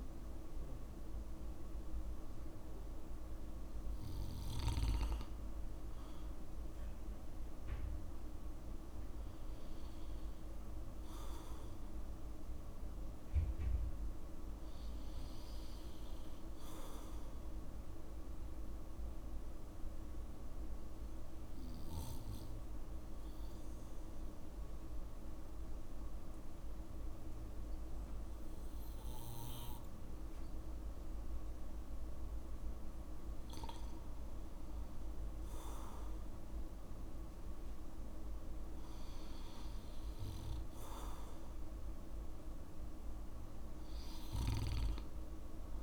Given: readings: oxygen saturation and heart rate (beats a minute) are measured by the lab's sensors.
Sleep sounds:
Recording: breathing in sleep, hard to hear, by a room microphone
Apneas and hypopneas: 1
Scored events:
18.50-32.50 s: obstructive apnea (oxygen 95% before, 91% lowest, heart rate 57 before, 56 extreme, up 2 after)
35.00-38.50 s: arousal
From the record:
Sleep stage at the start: N2 (light sleep)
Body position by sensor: on the back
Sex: male

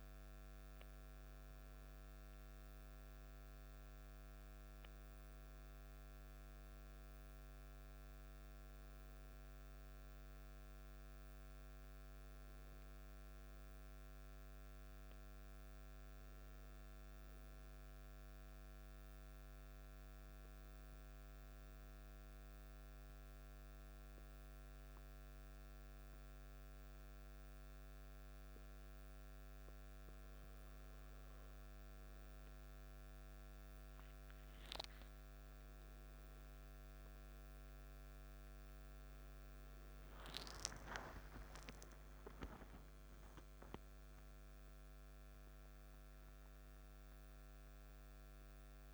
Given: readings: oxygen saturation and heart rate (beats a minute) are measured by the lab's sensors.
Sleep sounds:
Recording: breathing in sleep, hard to hear, by a microphone on the trachea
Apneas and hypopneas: 1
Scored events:
0.00-15.00 s: oxygen desaturation (device-marked, oxygen 94% lowest, heart rate 51 extreme)
17.00-34.00 s: obstructive apnea (oxygen 98% before, 95% lowest, heart rate 54 before, 51 extreme, up 4 after)
40.50-45.50 s: arousal
From the record:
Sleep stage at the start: N2 (light sleep)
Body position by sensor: on the back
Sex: male

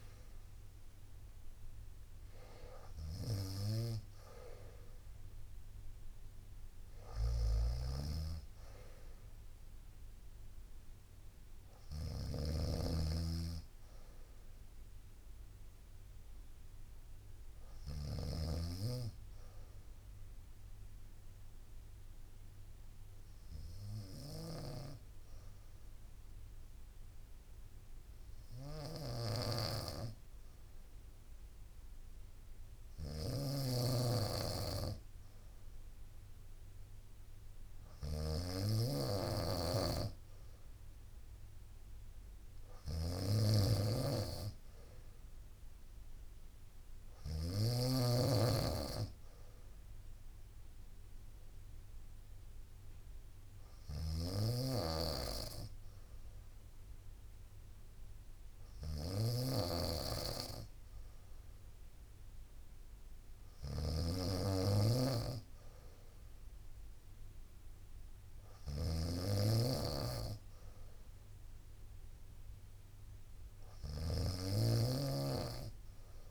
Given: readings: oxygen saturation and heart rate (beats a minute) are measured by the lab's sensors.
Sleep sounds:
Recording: breathing in sleep by a room microphone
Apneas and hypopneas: 2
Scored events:
0.00-2.50 s: arousal
0.00-10.00 s: drop in pulse transit time (device-marked, heart rate 61 extreme)
0.00-17.50 s: snoring (device-marked)
18.50-33.00 s: obstructive apnea (oxygen 95% before, 93% lowest, heart rate 62 before, 62 extreme, up 2 after)
23.50-47.00 s: snoring (device-marked)
35.50-39.00 s: arousal
49.50-64.50 s: hypopnea (oxygen 96% before, 92% lowest, heart rate 63 before, 61 extreme, up 1 after)
53.00-76.31 s: snoring (device-marked)
From the record:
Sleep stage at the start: N2 (light sleep)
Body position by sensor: on the right side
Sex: female

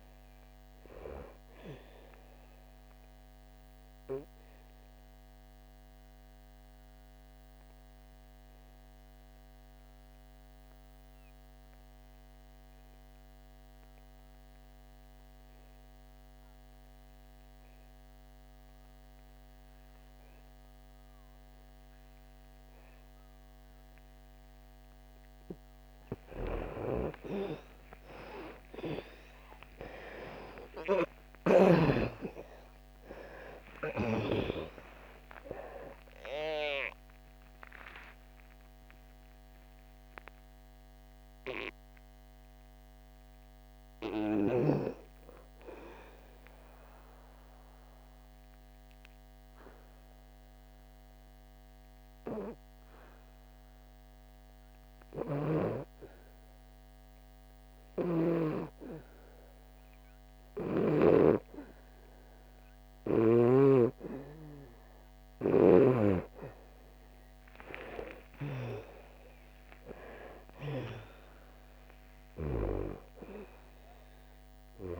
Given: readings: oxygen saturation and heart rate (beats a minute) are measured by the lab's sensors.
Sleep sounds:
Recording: breathing in sleep by a microphone on the trachea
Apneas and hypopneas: 2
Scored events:
0.00-21.00 s: oxygen desaturation (device-marked, oxygen 81% lowest, heart rate 58 extreme)
3.00-25.00 s: obstructive apnea (oxygen 98% before, 79% lowest, heart rate 88 before, 58 extreme, up 33 after)
23.00-58.00 s: oxygen desaturation (device-marked, oxygen 99% before, 79% lowest, heart rate 66 before, 62 extreme)
33.00-37.50 s: arousal
48.00-64.00 s: hypopnea (oxygen 99% before, 81% lowest, heart rate 86 before, 62 extreme, up 19 after)
55.00-58.50 s: snoring (device-marked)
66.00-69.50 s: arousal
69.00-75.00 s: oxygen desaturation (device-marked, oxygen 99% before, 91% lowest, heart rate 65 before, 62 extreme)
From the record:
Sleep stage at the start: N2 (light sleep)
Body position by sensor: on the back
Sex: female

